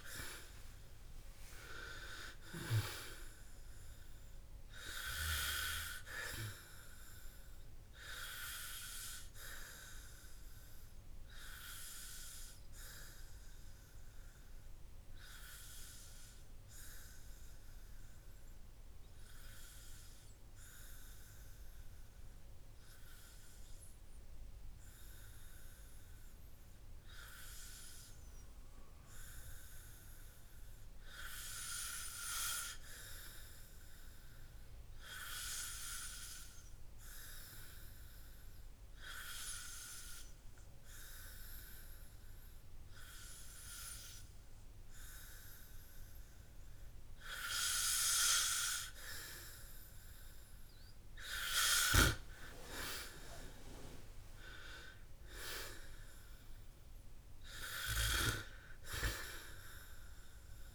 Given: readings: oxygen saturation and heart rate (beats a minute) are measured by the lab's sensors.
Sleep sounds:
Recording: breathing in sleep by a room microphone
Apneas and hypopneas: 1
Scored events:
1.00-4.50 s: arousal
18.50-47.00 s: hypopnea (oxygen 98% before, 94% lowest, heart rate 67 before, 51 extreme, up 6 after)
51.50-55.50 s: arousal
From the record:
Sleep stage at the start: N2 (light sleep)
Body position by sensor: on the back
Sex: male

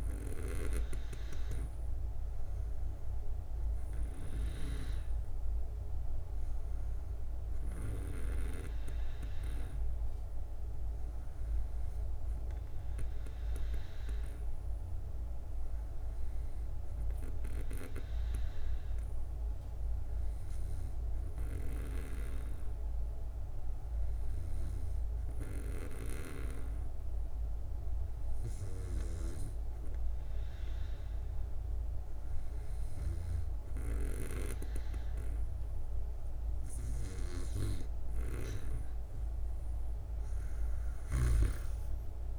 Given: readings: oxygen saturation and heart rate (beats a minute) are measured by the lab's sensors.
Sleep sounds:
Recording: breathing in sleep by a room microphone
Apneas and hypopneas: none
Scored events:
none scored
From the record:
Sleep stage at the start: N2 (light sleep)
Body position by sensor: on the back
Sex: female

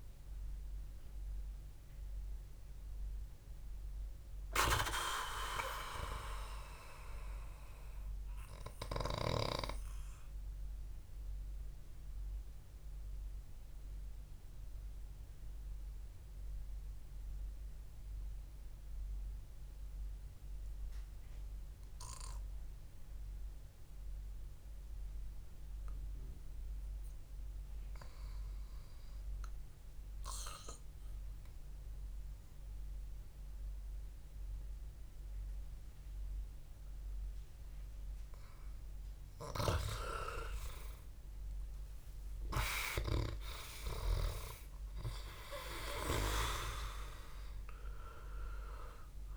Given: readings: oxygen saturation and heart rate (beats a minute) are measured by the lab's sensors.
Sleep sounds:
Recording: breathing in sleep by a room microphone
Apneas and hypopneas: 1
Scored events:
0.00-16.50 s: oxygen desaturation (device-marked, oxygen 89% lowest, heart rate 50 extreme)
10.00-39.50 s: mixed apnea (oxygen 96% before, 91% lowest, heart rate 57 before, 57 extreme, up 8 after)
41.00-46.00 s: arousal
43.50-49.37 s: oxygen desaturation (device-marked, oxygen 98% before, 94% lowest, heart rate 65 before, 63 extreme)
From the record:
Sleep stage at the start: REM sleep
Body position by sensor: on the back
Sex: male

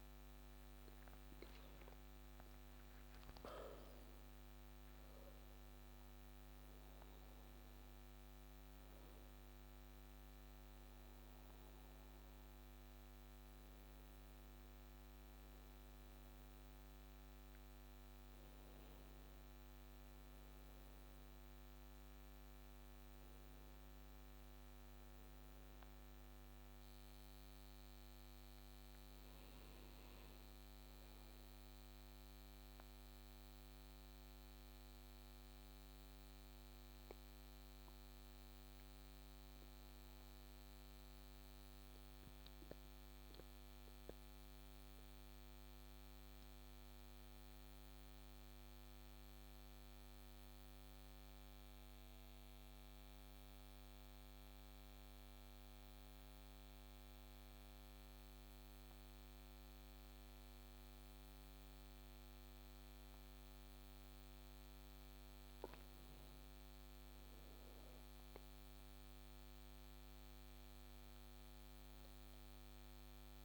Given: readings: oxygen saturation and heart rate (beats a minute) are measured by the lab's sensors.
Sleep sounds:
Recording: breathing in sleep, hard to hear, by a microphone on the trachea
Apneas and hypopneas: 1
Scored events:
0.00-19.50 s: oxygen desaturation (device-marked, oxygen 94% lowest)
24.00-28.00 s: arousal
32.50-64.00 s: mixed apnea (oxygen 97% before, 95% lowest)
52.50-73.45 s: new sleep stage, N2 (light sleep)
66.00-70.00 s: arousal
67.50-73.45 s: oxygen desaturation (device-marked, oxygen 98% before, 95% lowest)
From the record:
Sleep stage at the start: N1 (lightest sleep)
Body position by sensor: on the back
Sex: male

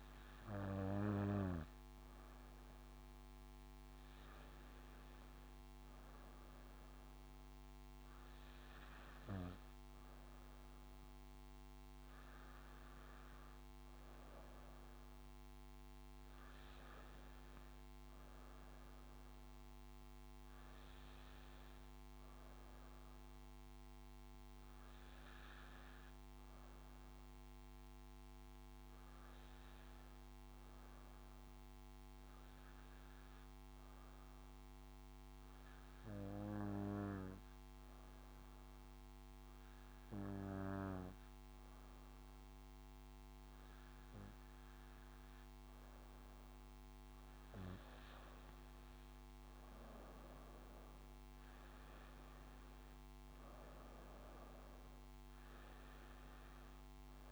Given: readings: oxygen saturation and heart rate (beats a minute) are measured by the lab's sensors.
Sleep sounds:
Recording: breathing in sleep by a microphone on the trachea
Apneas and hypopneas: 1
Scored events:
18.00-24.00 s: arousal
33.00-46.50 s: hypopnea (oxygen 97% before, 92% lowest, heart rate 64 before, 60 extreme, up 7 after)
43.00-57.32 s: oxygen desaturation (device-marked, oxygen 97% before, 93% lowest, heart rate 62 before, 60 extreme)
48.00-52.00 s: arousal
From the record:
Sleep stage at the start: N2 (light sleep)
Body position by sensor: on the back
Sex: female

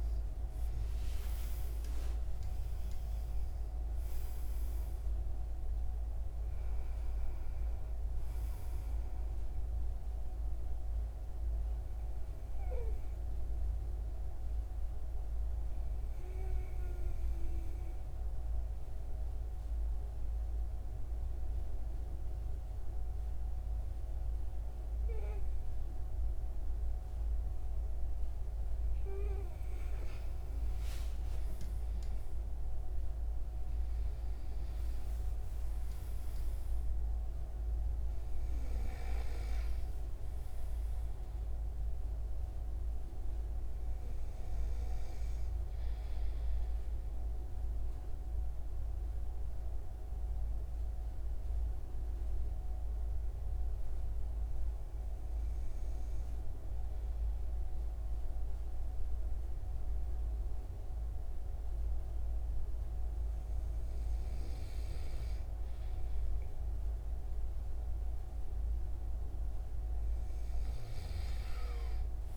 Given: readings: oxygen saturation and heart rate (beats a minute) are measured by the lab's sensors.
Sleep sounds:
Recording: breathing in sleep, hard to hear, by a room microphone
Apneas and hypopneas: 2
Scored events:
0.00-3.00 s: arousal
2.50-17.50 s: oxygen desaturation (device-marked, oxygen 95% before, 91% lowest, heart rate 82 before, 70 extreme)
10.50-28.00 s: hypopnea (oxygen 96% before, 91% lowest, heart rate 86 before, 70 extreme, up 37 after)
30.00-32.50 s: arousal
48.00-65.00 s: hypopnea (oxygen 97% before, 94% lowest, heart rate 86 before, 71 extreme, up 31 after)
71.00-72.37 s: arousal
From the record:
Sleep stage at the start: N2 (light sleep)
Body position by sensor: on the right side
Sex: male

